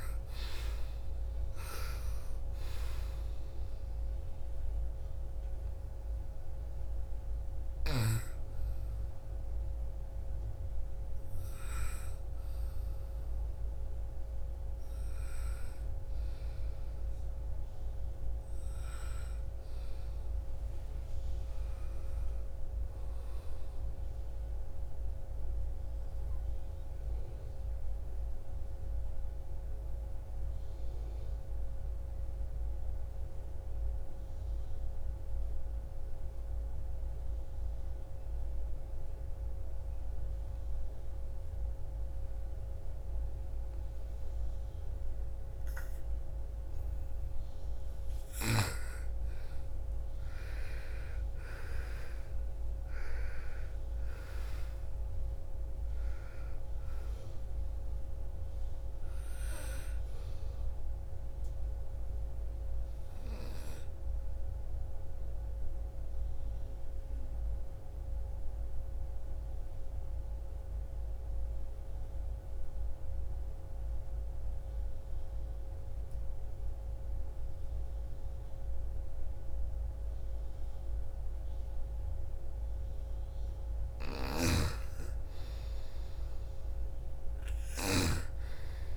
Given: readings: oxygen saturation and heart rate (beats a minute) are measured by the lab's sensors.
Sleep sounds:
breathing in sleep by a room microphone; 2
0.00-2.50 s: arousal
0.00-17.50 s: oxygen desaturation (device-marked, oxygen 86% lowest, heart rate 55 extreme)
24.00-46.50 s: obstructive apnea (oxygen 99% before, 86% lowest, heart rate 68 before, 48 extreme, up 22 after)
45.50-71.50 s: oxygen desaturation (device-marked, oxygen 98% before, 86% lowest, heart rate 59 before, 54 extreme)
48.50-53.00 s: arousal
63.00-83.00 s: obstructive apnea (oxygen 98% before, 86% lowest, heart rate 62 before, 52 extreme, up 5 after)
82.50-88.97 s: oxygen desaturation (device-marked, oxygen 99% before, 90% lowest, heart rate 57 before, 48 extreme)
83.50-87.50 s: snoring (device-marked)
85.00-88.50 s: arousal
From the record:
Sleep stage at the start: N2 (light sleep); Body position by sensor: on the right side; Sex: female

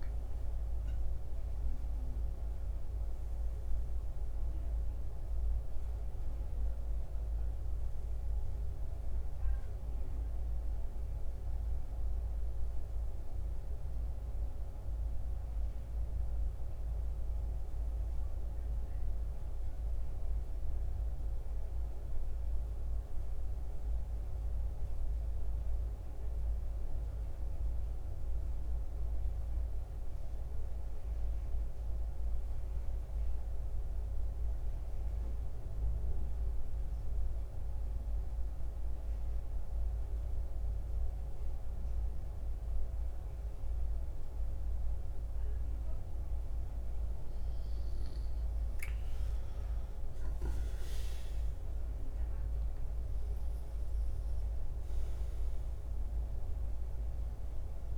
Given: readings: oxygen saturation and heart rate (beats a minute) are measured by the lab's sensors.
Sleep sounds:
breathing in sleep, hard to hear, by a room microphone; 1
0.00-15.50 s: oxygen desaturation (device-marked, oxygen 84% lowest, heart rate 71 extreme)
28.50-57.98 s: new sleep stage, N2 (light sleep)
33.50-46.00 s: hypopnea (oxygen 92% before, 84% lowest, heart rate 76 before, 67 extreme, up 12 after)
46.50-57.98 s: oxygen desaturation (device-marked, oxygen 90% before, 84% lowest, heart rate 72 before, 67 extreme)
48.50-53.50 s: arousal
From the record:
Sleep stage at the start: N1 (lightest sleep); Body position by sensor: on the back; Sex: male

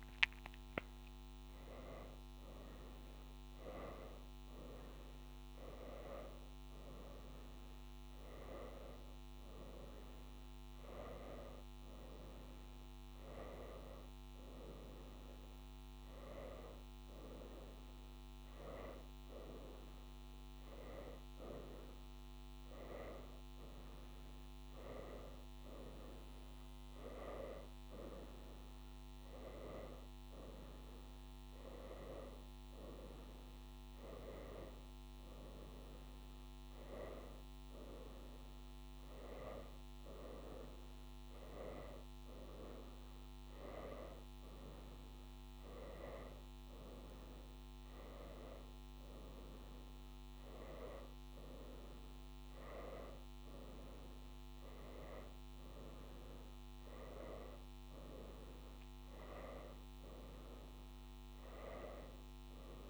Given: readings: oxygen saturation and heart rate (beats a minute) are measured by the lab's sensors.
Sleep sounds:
a person awake in a sleep study, by a microphone on the trachea; none
1.00-3.00 s: tachycardia (device-marked, heart rate 89 before, 100 extreme)
From the record:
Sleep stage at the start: awake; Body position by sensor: on the right side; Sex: female

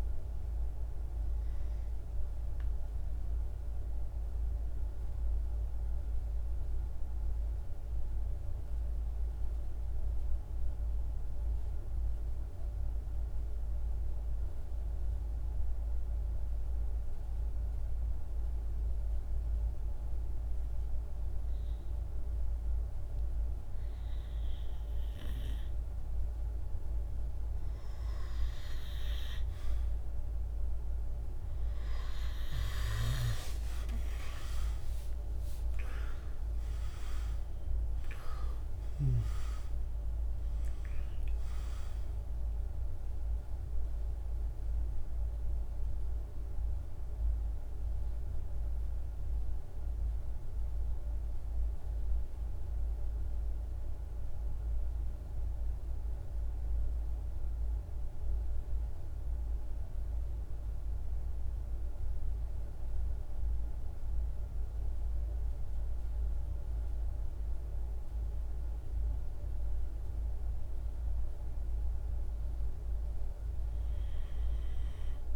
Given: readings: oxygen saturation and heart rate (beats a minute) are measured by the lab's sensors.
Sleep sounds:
breathing in sleep by a room microphone; 2
0.00-5.00 s: oxygen desaturation (device-marked, oxygen 93% lowest, heart rate 52 extreme)
3.50-20.50 s: mixed apnea (oxygen 98% before, 91% lowest, heart rate 54 before, 52 extreme, up 1 after)
24.00-58.00 s: oxygen desaturation (device-marked, oxygen 98% before, 91% lowest, heart rate 53 before, 52 extreme)
32.00-37.00 s: arousal
48.50-70.50 s: hypopnea (oxygen 98% before, 92% lowest, heart rate 59 before, 52 extreme, up 1 after)
70.00-75.36 s: oxygen desaturation (device-marked, oxygen 100% before, 92% lowest, heart rate 53 before, 50 extreme)
74.00-75.36 s: arousal
From the record:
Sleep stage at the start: N2 (light sleep); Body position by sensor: on the right side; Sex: male

